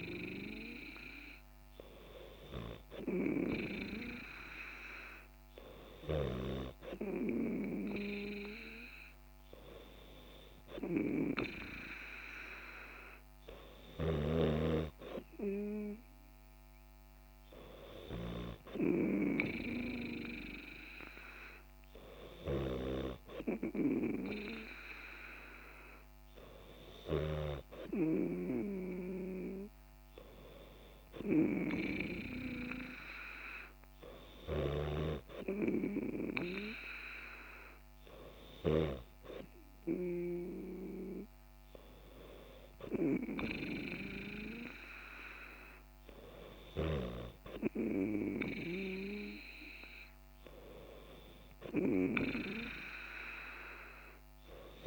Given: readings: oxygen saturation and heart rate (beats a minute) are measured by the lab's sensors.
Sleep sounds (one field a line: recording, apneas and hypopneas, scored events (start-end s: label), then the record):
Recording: breathing in sleep by a microphone on the trachea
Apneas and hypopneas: none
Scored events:
none scored
From the record:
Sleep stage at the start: N3 (deep sleep)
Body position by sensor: on the back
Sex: female